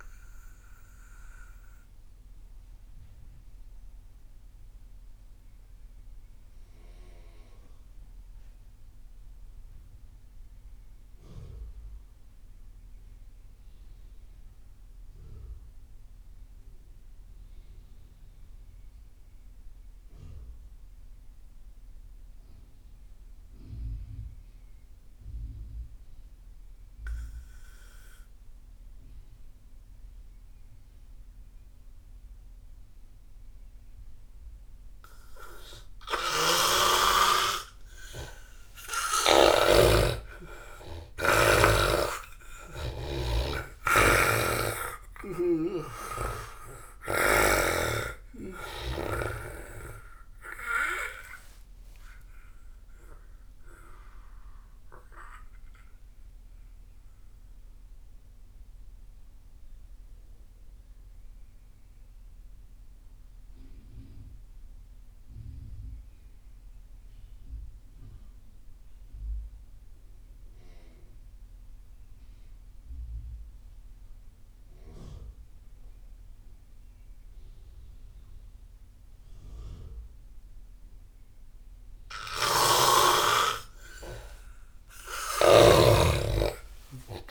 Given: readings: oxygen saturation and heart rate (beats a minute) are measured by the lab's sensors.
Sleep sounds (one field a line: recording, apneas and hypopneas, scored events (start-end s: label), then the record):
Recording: breathing in sleep by a room microphone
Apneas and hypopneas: 2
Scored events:
0.00-13.00 s: oxygen desaturation (device-marked, oxygen 79% lowest)
1.00-37.50 s: mixed apnea (oxygen 98% before, 79% lowest)
30.00-65.00 s: oxygen desaturation (device-marked, oxygen 98% before, 81% lowest)
35.50-39.00 s: snoring (device-marked)
39.00-43.00 s: arousal
43.50-47.00 s: snoring (device-marked)
51.00-83.00 s: obstructive apnea (oxygen 98% before, 78% lowest)
80.00-87.31 s: oxygen desaturation (device-marked, oxygen 98% before, 78% lowest)
84.00-87.31 s: arousal
84.50-87.31 s: snoring (device-marked)
From the record:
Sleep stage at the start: N2 (light sleep)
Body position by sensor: on the back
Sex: male